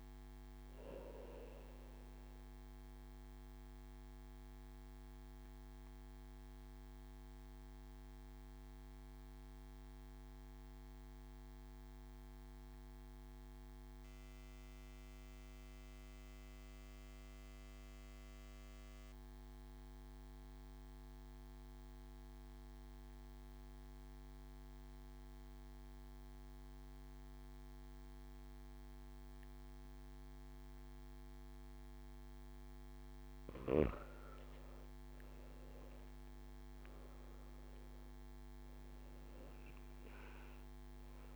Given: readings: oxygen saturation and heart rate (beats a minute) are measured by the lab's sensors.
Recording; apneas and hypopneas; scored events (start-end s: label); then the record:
breathing in sleep, hard to hear, by a microphone on the trachea; 1
3.50-32.00 s: obstructive apnea (oxygen 97% before, 94% lowest)
26.00-41.35 s: oxygen desaturation (device-marked, oxygen 97% before, 94% lowest)
35.00-38.50 s: arousal
From the record:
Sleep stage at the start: N2 (light sleep); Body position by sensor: on the back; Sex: male